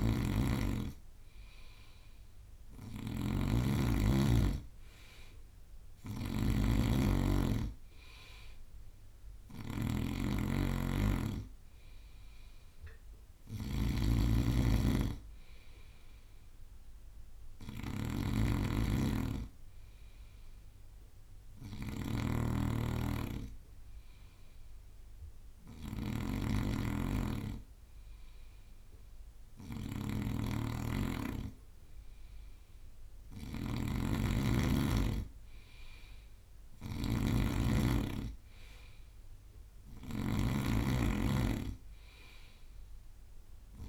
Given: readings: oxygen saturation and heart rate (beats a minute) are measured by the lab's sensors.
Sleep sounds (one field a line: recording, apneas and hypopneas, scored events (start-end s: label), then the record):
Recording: breathing in sleep by a room microphone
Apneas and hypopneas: none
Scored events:
0.00-20.50 s: bradycardia (device-marked, heart rate 52 extreme)
0.00-43.89 s: snoring (device-marked)
21.50-23.50 s: bradycardia (device-marked, heart rate 58 before, 58 extreme)
26.50-43.89 s: bradycardia (device-marked, heart rate 58 before, 54 extreme)
From the record:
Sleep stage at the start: N2 (light sleep)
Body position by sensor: on the right side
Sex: male